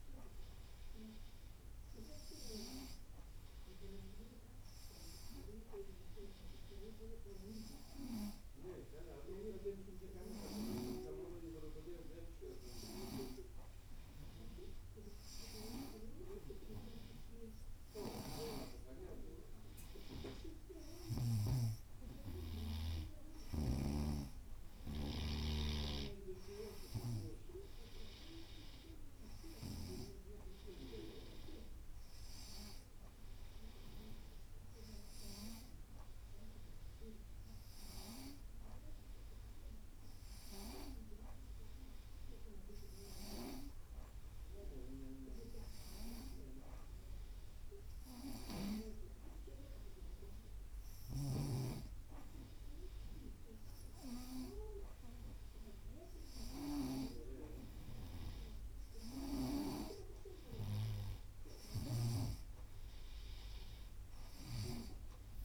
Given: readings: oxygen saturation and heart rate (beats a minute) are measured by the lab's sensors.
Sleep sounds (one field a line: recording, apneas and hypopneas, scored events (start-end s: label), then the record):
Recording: breathing in sleep by a room microphone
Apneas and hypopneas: none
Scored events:
62.00-65.45 s: snoring (device-marked)
From the record:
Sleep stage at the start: N2 (light sleep)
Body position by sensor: on the right side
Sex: female